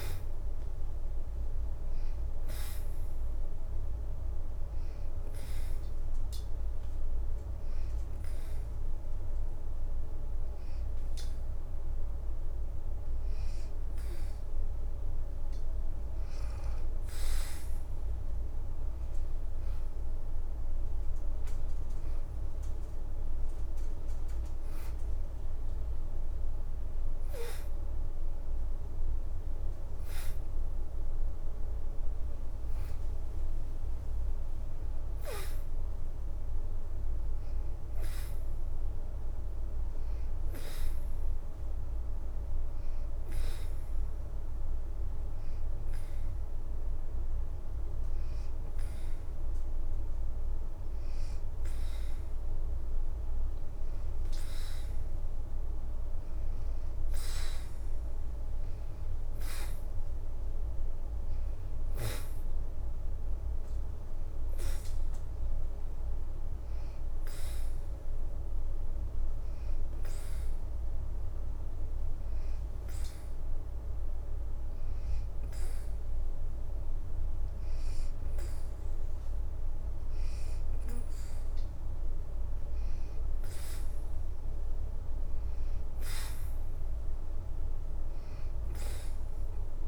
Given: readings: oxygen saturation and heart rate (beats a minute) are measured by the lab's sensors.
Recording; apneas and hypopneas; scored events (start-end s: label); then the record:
breathing in sleep, hard to hear, by a room microphone; 3
0.00-2.00 s: leg movement (device-marked)
0.00-6.50 s: oxygen desaturation (device-marked, oxygen 86% lowest, heart rate 79 extreme)
3.50-15.00 s: hypopnea (oxygen 90% before, 86% lowest, heart rate 85 before, 79 extreme, up 6 after)
18.00-22.00 s: arousal
19.50-39.50 s: oxygen desaturation (device-marked, oxygen 93% before, 86% lowest, heart rate 81 before, 80 extreme)
33.00-34.50 s: leg movement (device-marked)
41.00-52.50 s: hypopnea (oxygen 93% before, 87% lowest, heart rate 83 before, 79 extreme, up 4 after)
55.50-59.50 s: arousal
57.50-60.50 s: leg movement (device-marked)
59.50-75.50 s: oxygen desaturation (device-marked, oxygen 92% before, 87% lowest, heart rate 81 before, 78 extreme)
67.00-78.50 s: hypopnea (oxygen 93% before, 87% lowest, heart rate 83 before, 78 extreme, up 5 after)
82.00-87.00 s: arousal
82.50-89.88 s: oxygen desaturation (device-marked, oxygen 93% before, 88% lowest, heart rate 82 before, 78 extreme)
From the record:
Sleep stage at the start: N2 (light sleep); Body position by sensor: on the back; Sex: female